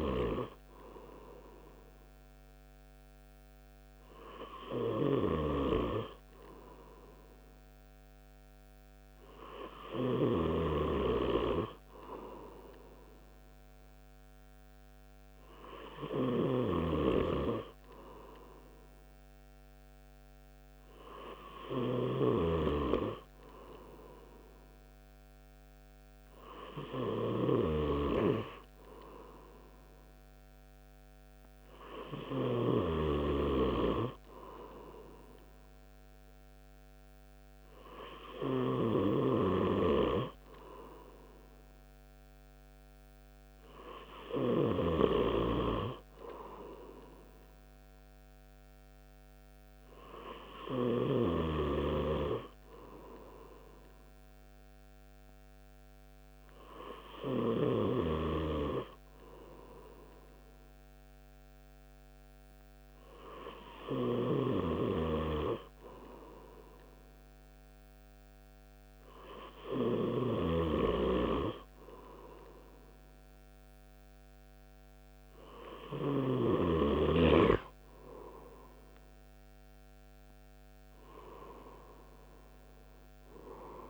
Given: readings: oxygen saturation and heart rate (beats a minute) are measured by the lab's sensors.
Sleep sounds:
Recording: breathing in sleep by a microphone on the trachea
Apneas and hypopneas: none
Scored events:
80.50-83.90 s: new sleep stage, N2 (light sleep)
82.00-83.90 s: arousal
From the record:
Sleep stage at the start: N3 (deep sleep)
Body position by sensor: on the right side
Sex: male

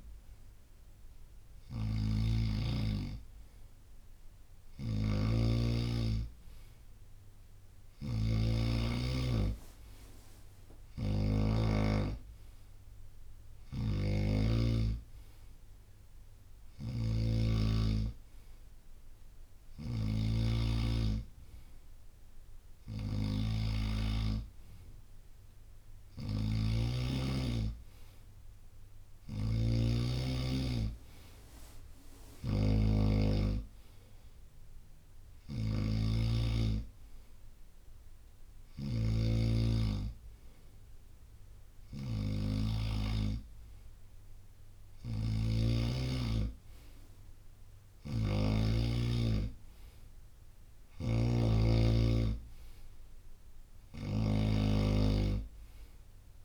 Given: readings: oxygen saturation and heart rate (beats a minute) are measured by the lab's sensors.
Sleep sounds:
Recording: breathing in sleep by a room microphone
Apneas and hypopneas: none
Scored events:
0.00-45.50 s: snoring (device-marked)
47.50-56.45 s: snoring (device-marked)
From the record:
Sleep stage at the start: N2 (light sleep)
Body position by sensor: on the right side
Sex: male

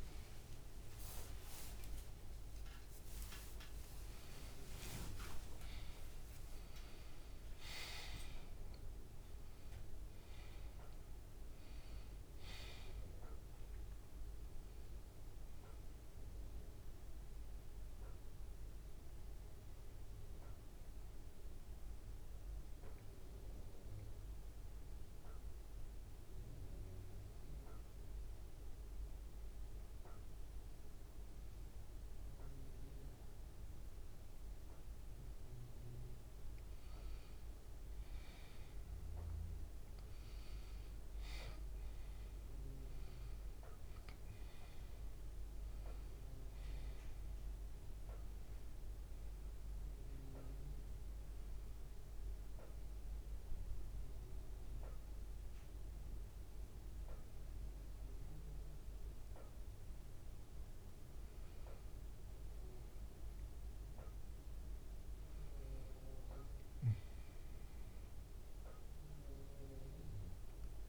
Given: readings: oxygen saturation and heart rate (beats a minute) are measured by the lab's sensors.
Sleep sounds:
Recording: a person partly awake in a sleep study, hard to hear, by a room microphone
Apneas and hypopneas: 2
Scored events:
11.50-70.89 s: new sleep stage, N1 (lightest sleep)
27.00-37.00 s: hypopnea (oxygen 98% before, 93% lowest, heart rate 89 before, 71 extreme, up 5 after)
39.00-44.00 s: arousal
42.50-64.50 s: oxygen desaturation (device-marked, oxygen 99% before, 93% lowest, heart rate 75 before, 72 extreme)
51.00-61.00 s: central apnea (oxygen 99% before, 93% lowest, heart rate 75 before, 72 extreme, up 1 after)
65.50-69.50 s: arousal
From the record:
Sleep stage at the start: awake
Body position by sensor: on the back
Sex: male

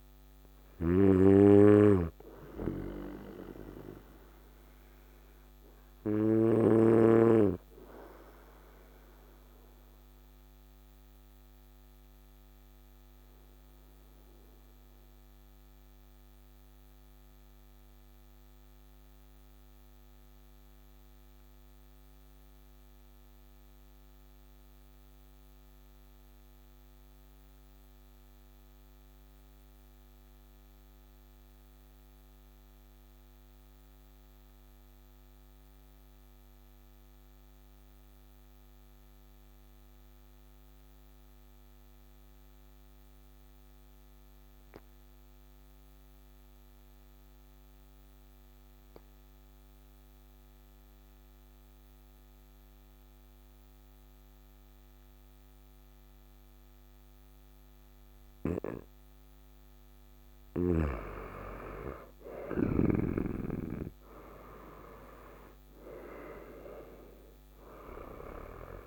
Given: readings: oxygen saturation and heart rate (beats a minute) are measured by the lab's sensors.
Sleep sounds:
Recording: breathing in sleep by a microphone on the trachea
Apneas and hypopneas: 1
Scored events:
0.00-6.50 s: snoring (device-marked)
0.00-17.50 s: oxygen desaturation (device-marked, oxygen 91% lowest, heart rate 53 extreme)
3.00-57.00 s: obstructive apnea (oxygen 98% before, 85% lowest, heart rate 62 before, 53 extreme, up 7 after)
35.50-68.87 s: oxygen desaturation (device-marked, oxygen 99% before, 89% lowest, heart rate 54 before, 54 extreme)
60.50-65.50 s: arousal
From the record:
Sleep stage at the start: N2 (light sleep)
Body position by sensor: on the right side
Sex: male

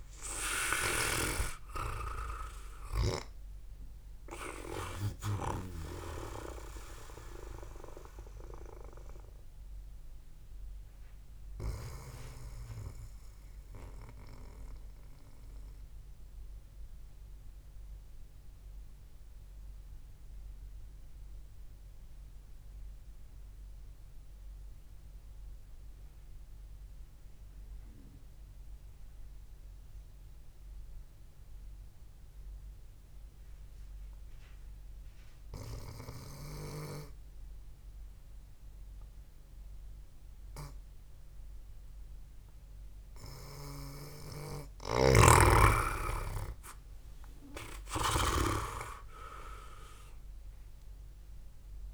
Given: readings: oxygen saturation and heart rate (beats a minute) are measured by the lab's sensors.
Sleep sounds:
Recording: breathing in sleep by a room microphone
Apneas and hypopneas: 1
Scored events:
0.00-27.00 s: oxygen desaturation (device-marked, oxygen 89% lowest, heart rate 57 extreme)
12.50-43.00 s: obstructive apnea (oxygen 98% before, 87% lowest, heart rate 66 before, 57 extreme, up 3 after)
38.00-51.94 s: oxygen desaturation (device-marked, oxygen 99% before, 87% lowest, heart rate 66 before, 57 extreme)
44.50-48.50 s: arousal
45.50-49.50 s: snoring (device-marked)
From the record:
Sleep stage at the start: N2 (light sleep)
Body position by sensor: on the back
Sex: male

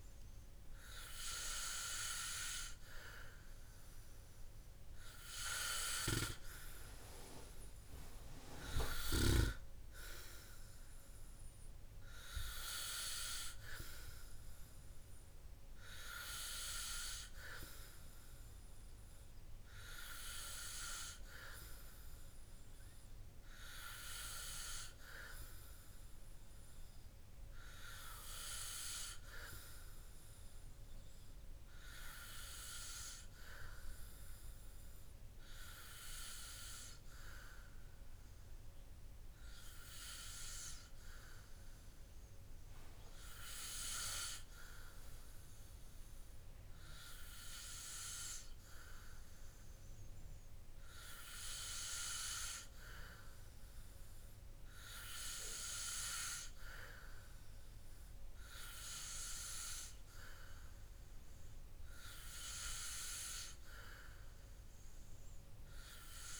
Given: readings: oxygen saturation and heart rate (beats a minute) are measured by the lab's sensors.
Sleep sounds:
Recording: breathing in sleep by a room microphone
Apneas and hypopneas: none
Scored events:
none scored
From the record:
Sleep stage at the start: N2 (light sleep)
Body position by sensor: on the back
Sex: male

